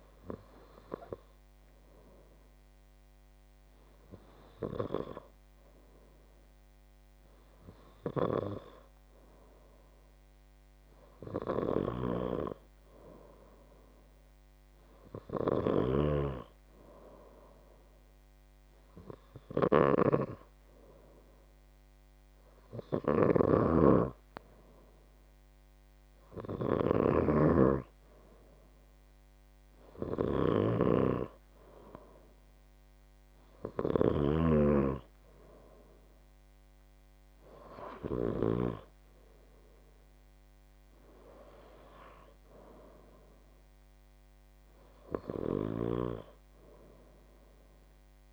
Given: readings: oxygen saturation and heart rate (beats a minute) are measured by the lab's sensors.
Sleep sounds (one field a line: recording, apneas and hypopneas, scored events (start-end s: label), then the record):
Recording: breathing in sleep by a microphone on the trachea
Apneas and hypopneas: none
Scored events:
none scored
From the record:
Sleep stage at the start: N2 (light sleep)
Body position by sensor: on the left side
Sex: male